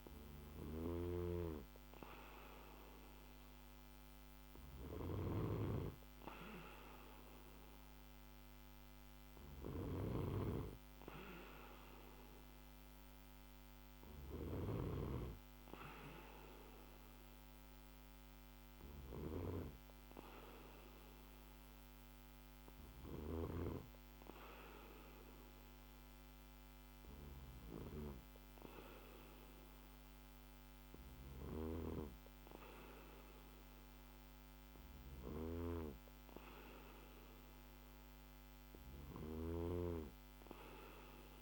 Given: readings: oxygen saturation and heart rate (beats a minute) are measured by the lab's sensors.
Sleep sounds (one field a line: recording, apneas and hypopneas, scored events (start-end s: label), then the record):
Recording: breathing in sleep by a microphone on the trachea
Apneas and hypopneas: none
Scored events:
none scored
From the record:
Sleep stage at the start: N2 (light sleep)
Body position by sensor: on the back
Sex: male